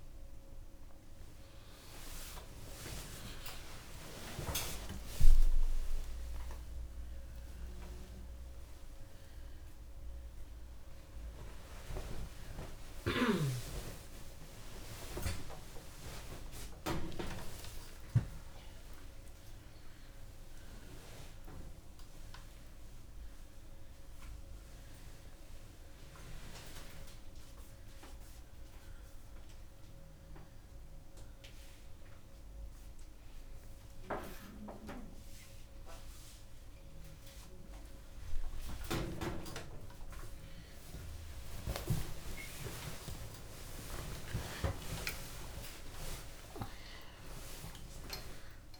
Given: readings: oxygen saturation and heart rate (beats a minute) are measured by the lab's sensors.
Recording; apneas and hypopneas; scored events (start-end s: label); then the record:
a person awake in a sleep study, by a room microphone; none
none scored
From the record:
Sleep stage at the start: awake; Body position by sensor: on the right side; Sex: female